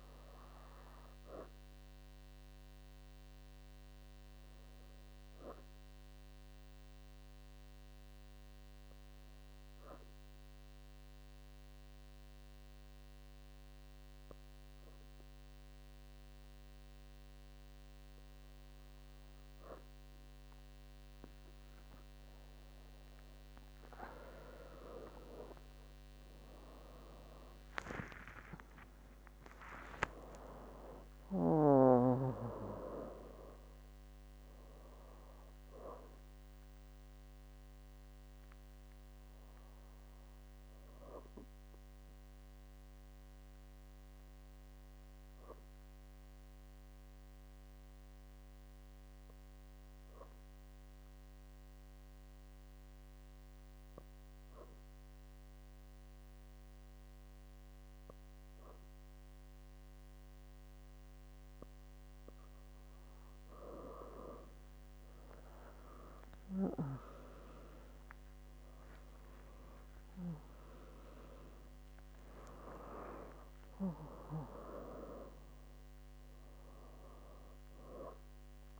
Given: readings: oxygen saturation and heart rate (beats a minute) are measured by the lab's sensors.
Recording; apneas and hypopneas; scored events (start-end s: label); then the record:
breathing in sleep by a microphone on the trachea; 2
6.00-19.50 s: obstructive apnea (oxygen 99% before, 97% lowest, heart rate 80 before, 59 extreme, up 45 after)
22.50-28.50 s: arousal
42.50-62.00 s: obstructive apnea (oxygen 99% before, 97% lowest, heart rate 93 before, 60 extreme, up 31 after)
66.00-71.50 s: arousal
From the record:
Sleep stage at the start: N2 (light sleep); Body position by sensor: on the back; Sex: female